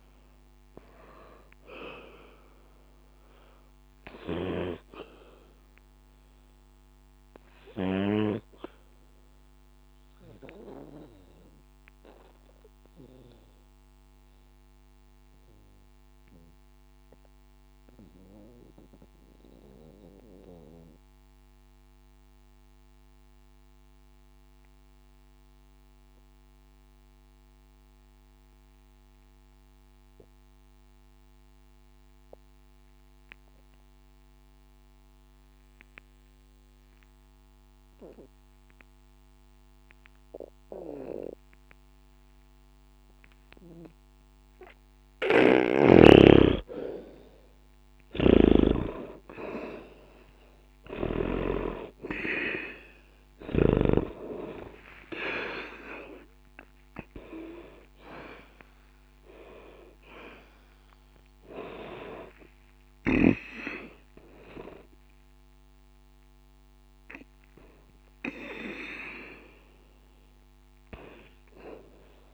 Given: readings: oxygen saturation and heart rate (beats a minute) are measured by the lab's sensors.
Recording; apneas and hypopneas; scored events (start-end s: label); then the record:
breathing in sleep by a microphone on the trachea; 1
0.00-24.50 s: oxygen desaturation (device-marked, oxygen 75% lowest, heart rate 60 extreme)
6.50-47.00 s: obstructive apnea (oxygen 95% before, 75% lowest, heart rate 60 before, 60 extreme, up 0 after)
41.50-72.34 s: oxygen desaturation (device-marked, oxygen 98% before, 76% lowest, heart rate 60 before, 59 extreme)
46.00-51.50 s: snoring (device-marked)
51.50-55.50 s: arousal
From the record:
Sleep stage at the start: N2 (light sleep); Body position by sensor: on the back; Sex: male